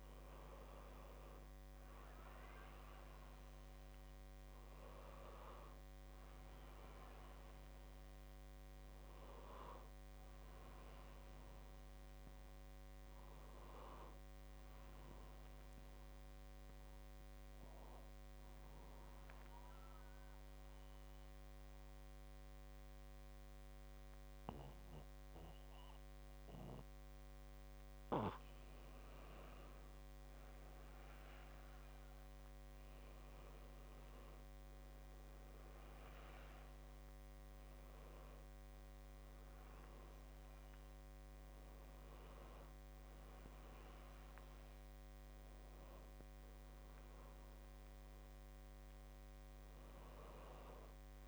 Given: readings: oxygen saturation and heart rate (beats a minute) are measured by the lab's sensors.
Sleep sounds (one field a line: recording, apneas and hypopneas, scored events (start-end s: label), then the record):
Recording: breathing in sleep, hard to hear, by a microphone on the trachea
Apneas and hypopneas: 1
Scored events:
0.00-4.00 s: arousal
16.00-28.00 s: obstructive apnea (oxygen 97% before, 95% lowest, heart rate 66 before, 64 extreme, up 0 after)
31.00-36.00 s: arousal
From the record:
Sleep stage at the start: N2 (light sleep)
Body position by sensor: on the back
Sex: male